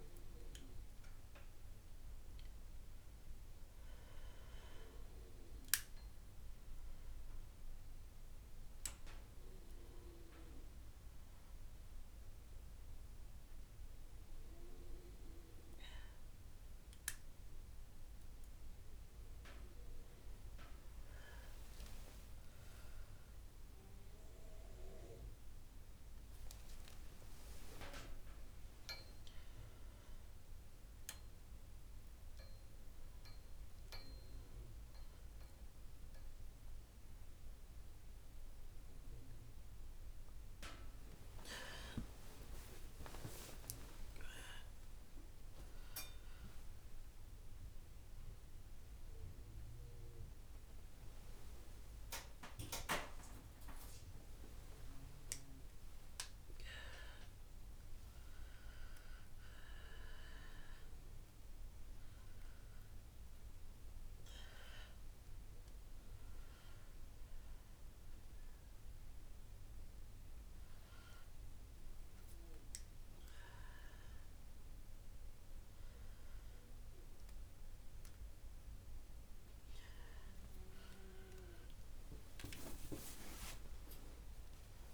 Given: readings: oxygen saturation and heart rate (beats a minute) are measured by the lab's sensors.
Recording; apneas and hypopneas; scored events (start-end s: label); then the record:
a person awake in a sleep study, by a room microphone; none
8.50-23.50 s: oxygen desaturation (device-marked, oxygen 99% before, 94% lowest, heart rate 78 before, 68 extreme)
81.50-84.94 s: new sleep stage, N1 (lightest sleep)
From the record:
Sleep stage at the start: awake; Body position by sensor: on the right side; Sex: female